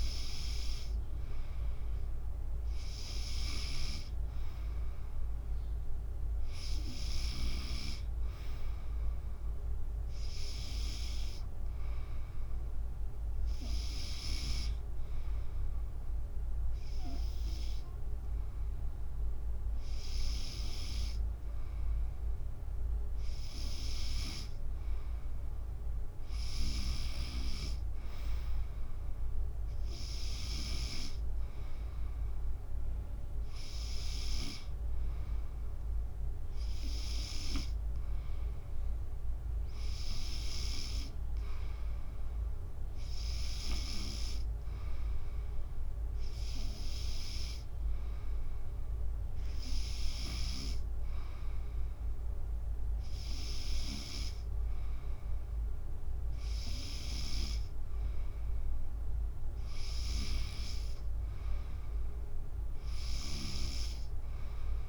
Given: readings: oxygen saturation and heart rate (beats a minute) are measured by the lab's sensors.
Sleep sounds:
breathing in sleep by a room microphone; none
none scored
From the record:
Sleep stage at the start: N3 (deep sleep); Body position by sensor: on the back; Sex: female

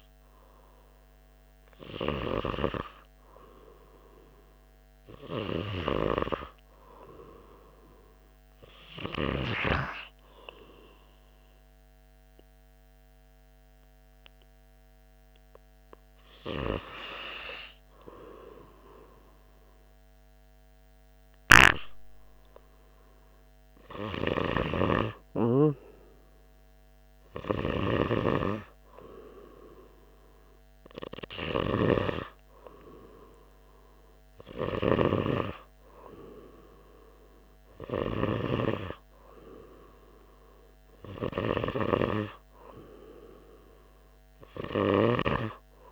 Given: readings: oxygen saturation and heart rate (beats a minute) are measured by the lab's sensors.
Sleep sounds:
breathing in sleep by a microphone on the trachea; none
25.00-39.00 s: snoring (device-marked)
From the record:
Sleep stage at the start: N2 (light sleep); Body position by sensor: on the right side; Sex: male

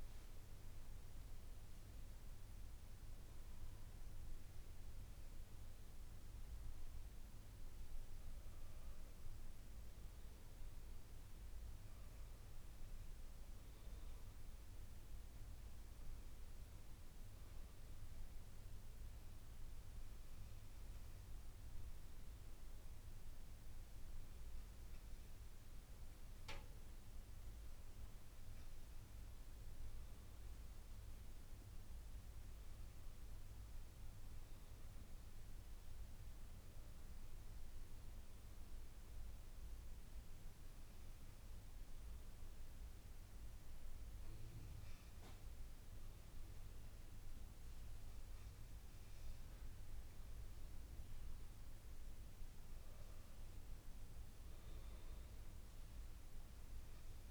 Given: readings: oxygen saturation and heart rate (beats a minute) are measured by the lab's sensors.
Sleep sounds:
breathing in sleep, hard to hear, by a room microphone; 1
17.00-32.00 s: hypopnea (oxygen 97% before, 95% lowest, heart rate 57 before, 51 extreme, up 4 after)
34.50-38.50 s: arousal
From the record:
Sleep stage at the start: N2 (light sleep); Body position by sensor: on the left side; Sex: female

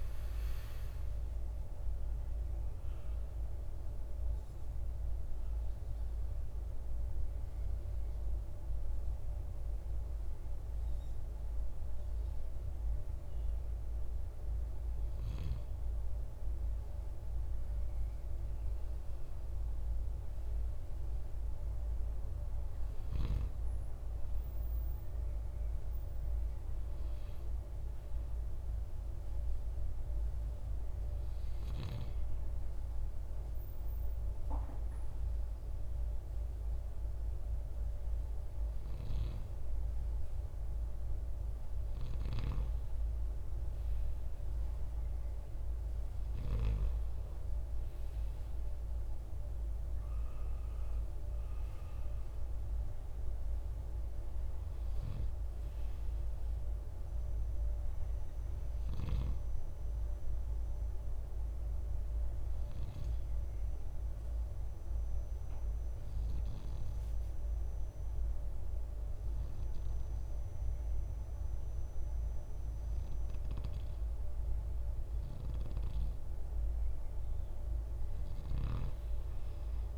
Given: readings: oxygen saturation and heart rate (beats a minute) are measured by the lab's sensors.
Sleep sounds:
breathing in sleep, hard to hear, by a room microphone; 3
0.00-22.00 s: oxygen desaturation (device-marked, oxygen 83% lowest, heart rate 51 extreme)
5.50-15.50 s: obstructive apnea (oxygen 95% before, 83% lowest, heart rate 68 before, 51 extreme, up 2 after)
18.00-22.00 s: arousal
29.00-40.50 s: hypopnea (oxygen 100% before, 94% lowest, heart rate 54 before, 52 extreme, up 9 after)
43.00-48.00 s: arousal
63.50-75.00 s: obstructive apnea (oxygen 98% before, 94% lowest, heart rate 59 before, 51 extreme, up 4 after)
78.50-79.98 s: arousal
From the record:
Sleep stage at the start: N2 (light sleep); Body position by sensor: on the right side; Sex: male

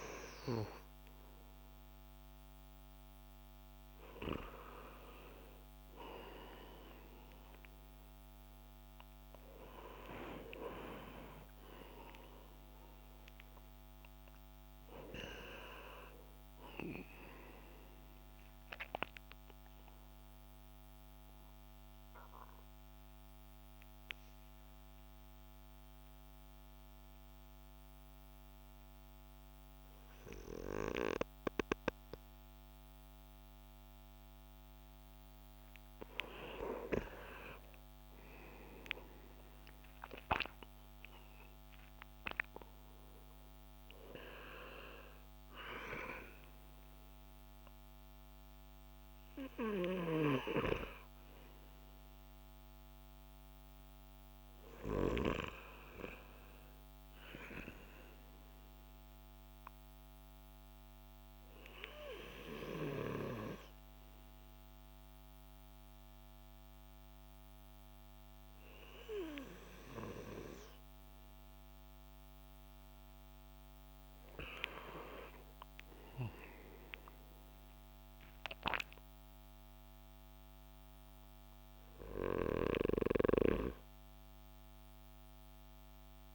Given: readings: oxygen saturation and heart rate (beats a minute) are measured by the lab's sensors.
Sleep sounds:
breathing in sleep by a microphone on the trachea; 1
2.00-8.50 s: arousal
19.00-33.50 s: obstructive apnea (oxygen 98% before, 96% lowest)
35.50-39.50 s: arousal
74.50-78.50 s: arousal
From the record:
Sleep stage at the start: N2 (light sleep); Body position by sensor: on the back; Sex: male

